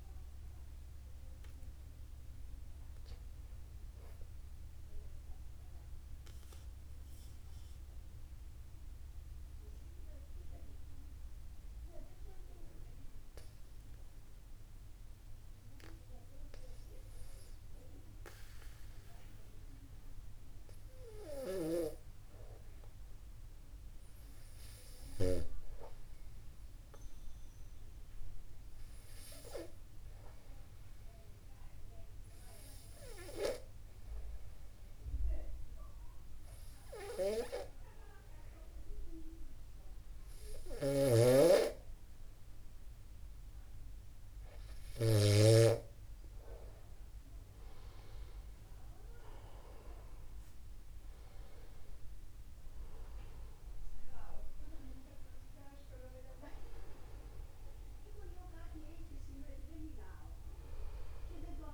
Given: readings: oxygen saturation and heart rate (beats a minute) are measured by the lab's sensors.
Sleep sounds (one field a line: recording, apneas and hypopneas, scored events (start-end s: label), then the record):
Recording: breathing in sleep by a room microphone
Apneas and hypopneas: 1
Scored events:
6.00-45.00 s: obstructive apnea (oxygen 98% before, 93% lowest, heart rate 50 before, 49 extreme, up 1 after)
21.50-25.50 s: snoring (device-marked)
41.00-45.50 s: snoring (device-marked)
47.50-51.00 s: arousal
From the record:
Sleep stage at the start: N2 (light sleep)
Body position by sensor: upright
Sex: male